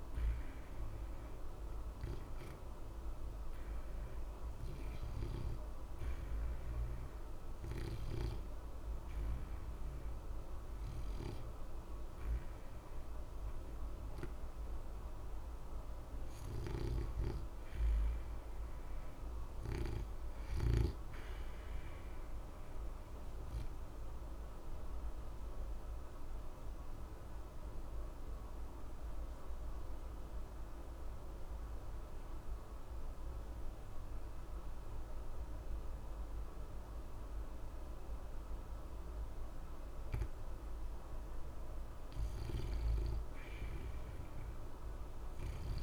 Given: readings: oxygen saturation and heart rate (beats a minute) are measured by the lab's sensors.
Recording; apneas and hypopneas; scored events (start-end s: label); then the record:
breathing in sleep, hard to hear, by a room microphone; 2
0.00-24.50 s: oxygen desaturation (device-marked, oxygen 87% lowest, heart rate 60 extreme)
5.00-15.50 s: obstructive apnea (oxygen 94% before, 82% lowest, heart rate 61 before, 60 extreme, up 0 after)
18.00-20.50 s: arousal
24.00-40.50 s: obstructive apnea (oxygen 93% before, 81% lowest, heart rate 60 before, 60 extreme, up 0 after)
42.50-45.83 s: oxygen desaturation (device-marked, oxygen 89% before, 85% lowest, heart rate 60 before, 60 extreme)
43.50-45.83 s: arousal
From the record:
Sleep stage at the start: REM sleep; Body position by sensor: on the back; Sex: male